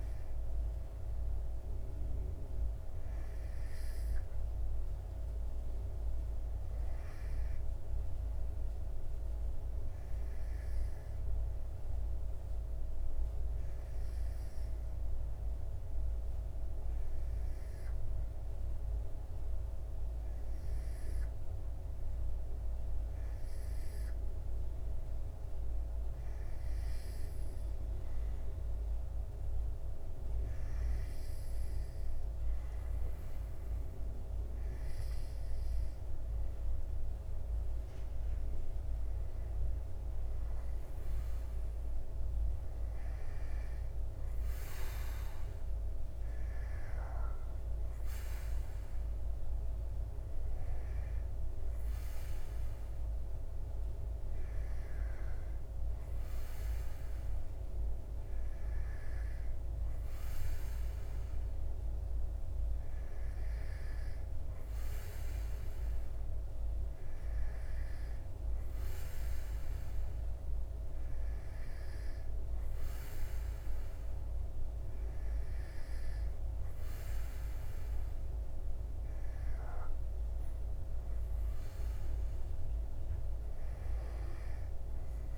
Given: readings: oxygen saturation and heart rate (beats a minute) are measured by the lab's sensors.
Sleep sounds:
breathing in sleep, hard to hear, by a room microphone; none
none scored
From the record:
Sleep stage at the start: N2 (light sleep); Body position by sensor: on the back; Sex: male

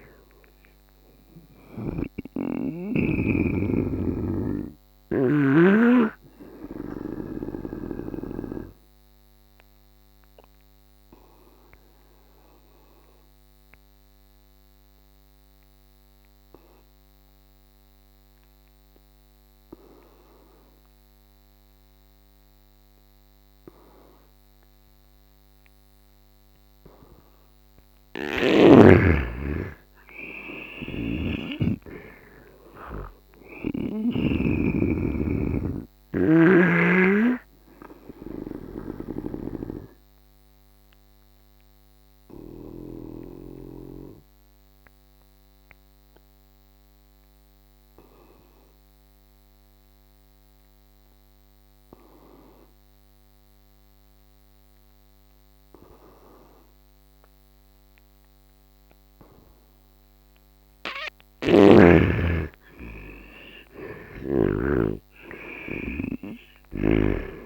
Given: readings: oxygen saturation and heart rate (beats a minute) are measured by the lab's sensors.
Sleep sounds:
breathing in sleep by a microphone on the trachea; 2
0.00-2.00 s: snoring (device-marked)
0.50-22.50 s: oxygen desaturation (device-marked, oxygen 100% before, 85% lowest, heart rate 72 before, 71 extreme)
4.00-8.00 s: snoring (device-marked)
7.50-27.50 s: obstructive apnea (oxygen 100% before, 84% lowest, heart rate 76 before, 70 extreme, up 9 after)
27.50-57.50 s: oxygen desaturation (device-marked, oxygen 100% before, 84% lowest, heart rate 75 before, 66 extreme)
29.50-32.50 s: arousal
35.50-39.00 s: snoring (device-marked)
40.00-59.50 s: obstructive apnea (oxygen 100% before, 84% lowest, heart rate 77 before, 62 extreme, up 12 after)
59.50-67.46 s: oxygen desaturation (device-marked, oxygen 99% before, 90% lowest, heart rate 74 before, 62 extreme)
61.00-64.50 s: snoring (device-marked)
64.00-67.46 s: arousal
From the record:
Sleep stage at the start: N2 (light sleep); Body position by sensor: on the right side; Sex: male

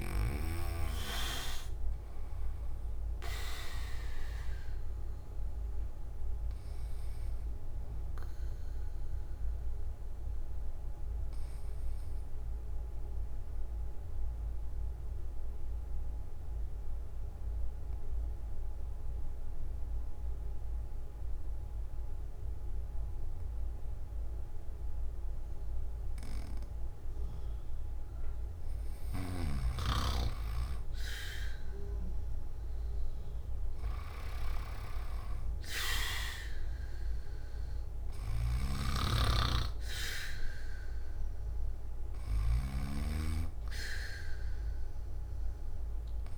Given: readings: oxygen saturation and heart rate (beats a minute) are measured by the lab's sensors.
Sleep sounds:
breathing in sleep by a room microphone; 1
0.00-23.50 s: oxygen desaturation (device-marked, oxygen 93% lowest)
6.50-28.50 s: obstructive apnea (oxygen 99% before, 93% lowest)
29.00-42.50 s: snoring (device-marked)
39.50-46.37 s: oxygen desaturation (device-marked, oxygen 99% before, 94% lowest)
From the record:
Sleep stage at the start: N2 (light sleep); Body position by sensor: on the back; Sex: male

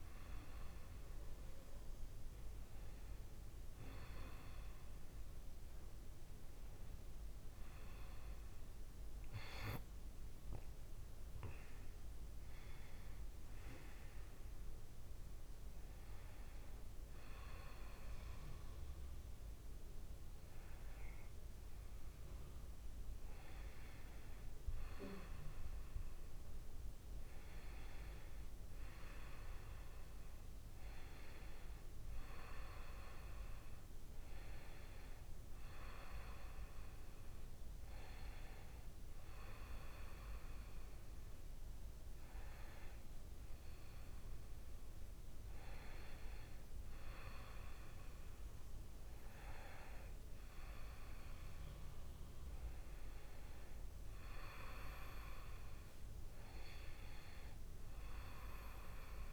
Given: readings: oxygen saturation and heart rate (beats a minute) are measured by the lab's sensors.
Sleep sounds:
breathing in sleep by a room microphone; none
10.50-14.50 s: arousal
From the record:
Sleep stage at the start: N2 (light sleep); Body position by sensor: on the back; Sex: male

